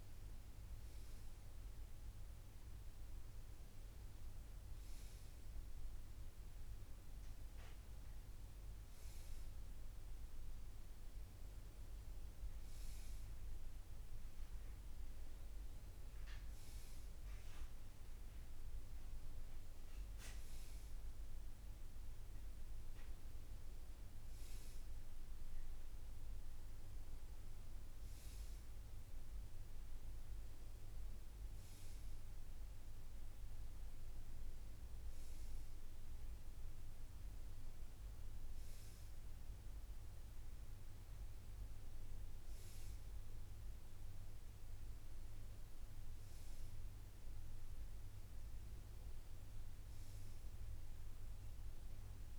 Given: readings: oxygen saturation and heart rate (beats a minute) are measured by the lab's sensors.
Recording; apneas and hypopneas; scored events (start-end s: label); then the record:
breathing in sleep, hard to hear, by a room microphone; none
none scored
From the record:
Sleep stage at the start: N2 (light sleep); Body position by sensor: on the right side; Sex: male